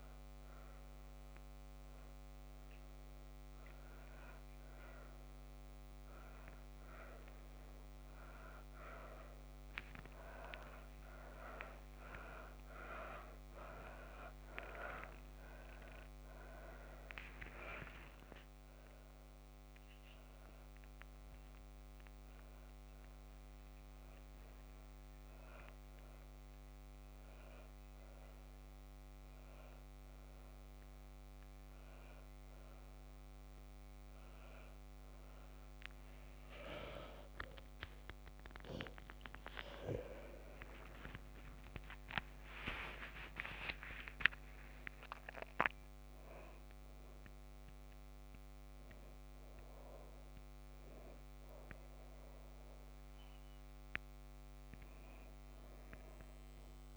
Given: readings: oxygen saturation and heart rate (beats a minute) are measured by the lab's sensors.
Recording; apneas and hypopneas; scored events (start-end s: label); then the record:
a person awake in a sleep study, by a microphone on the trachea; none
23.50-43.50 s: oxygen desaturation (device-marked, oxygen 95% before, 90% lowest)
54.50-56.96 s: new sleep stage, N2 (light sleep)
From the record:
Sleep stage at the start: awake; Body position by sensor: on the back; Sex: female